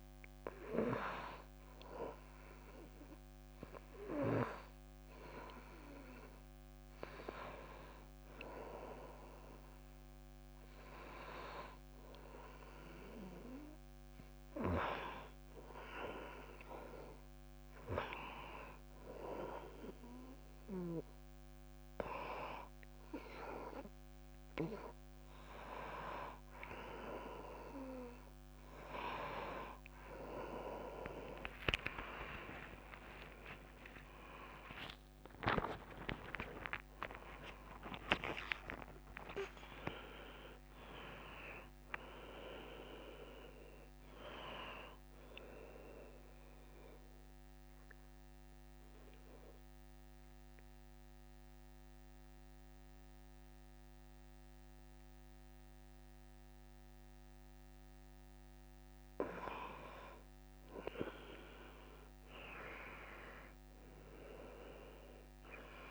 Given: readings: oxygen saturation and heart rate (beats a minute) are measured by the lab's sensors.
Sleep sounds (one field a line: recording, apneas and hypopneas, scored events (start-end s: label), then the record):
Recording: breathing in sleep by a microphone on the trachea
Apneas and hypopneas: 2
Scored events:
0.00-1.50 s: arousal
3.00-14.00 s: hypopnea (oxygen 96% before, 91% lowest)
32.50-34.50 s: long interval between heartbeats (device-marked)
34.00-39.00 s: arousal
39.00-41.00 s: long interval between heartbeats (device-marked)
47.50-59.00 s: obstructive apnea (oxygen 95% before, 90% lowest)
62.00-65.90 s: arousal
From the record:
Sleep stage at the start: N2 (light sleep)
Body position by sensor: on the back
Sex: female